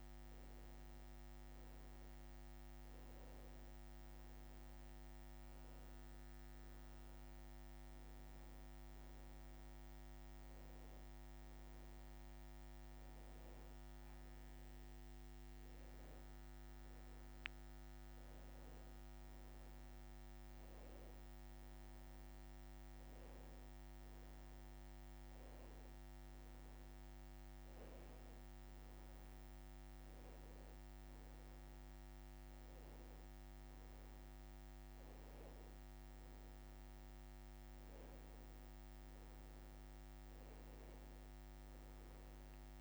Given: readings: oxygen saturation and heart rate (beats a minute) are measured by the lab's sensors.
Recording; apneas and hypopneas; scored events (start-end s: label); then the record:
breathing in sleep, hard to hear, by a microphone on the trachea; none
42.50-42.81 s: new sleep stage, awake
From the record:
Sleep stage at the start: N2 (light sleep); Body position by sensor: on the back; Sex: male